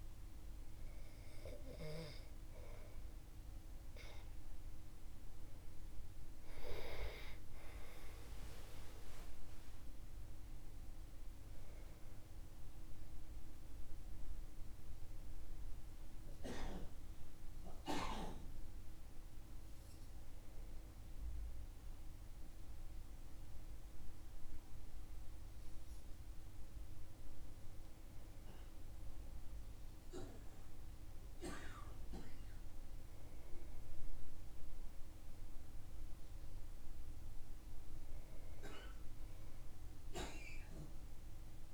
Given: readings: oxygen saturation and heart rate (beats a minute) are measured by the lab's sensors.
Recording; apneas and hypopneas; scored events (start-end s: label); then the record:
breathing in sleep by a room microphone; none
6.50-10.50 s: arousal
From the record:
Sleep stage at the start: REM sleep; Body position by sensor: on the back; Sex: male